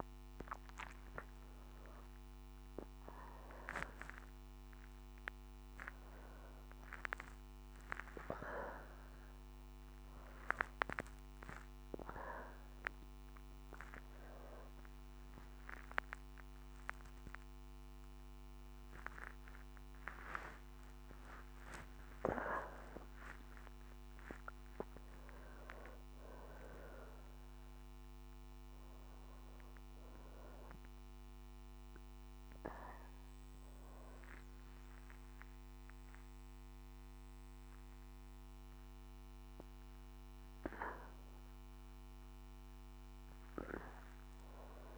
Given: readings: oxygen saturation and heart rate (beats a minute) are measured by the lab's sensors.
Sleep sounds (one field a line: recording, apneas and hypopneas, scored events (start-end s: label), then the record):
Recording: a person awake in a sleep study, by a microphone on the trachea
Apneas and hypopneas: none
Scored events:
0.00-7.50 s: oxygen desaturation (device-marked, oxygen 93% lowest, heart rate 67 extreme)
From the record:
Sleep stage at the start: awake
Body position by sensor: on the back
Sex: female